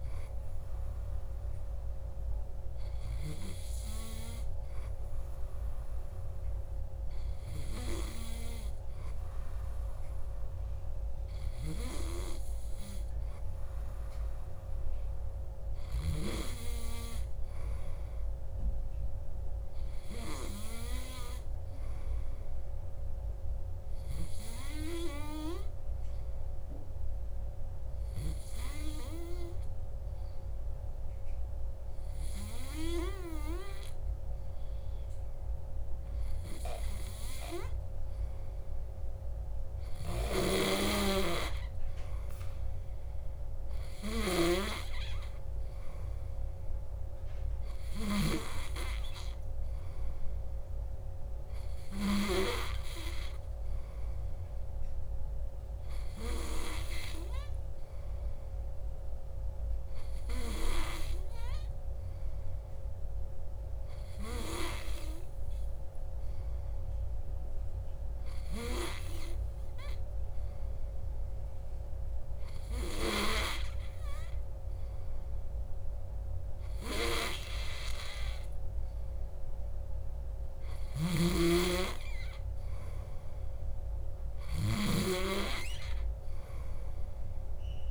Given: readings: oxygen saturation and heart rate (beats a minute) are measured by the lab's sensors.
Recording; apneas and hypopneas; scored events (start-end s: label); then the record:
breathing in sleep by a room microphone; 2
24.50-36.50 s: hypopnea (oxygen 97% before, 93% lowest, heart rate 59 before, 60 extreme, up 1 after)
40.00-43.50 s: arousal
69.00-81.00 s: hypopnea (oxygen 96% before, 93% lowest, heart rate 62 before, 62 extreme, up 2 after)
83.00-87.00 s: arousal
From the record:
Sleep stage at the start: N2 (light sleep); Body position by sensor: on the back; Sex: male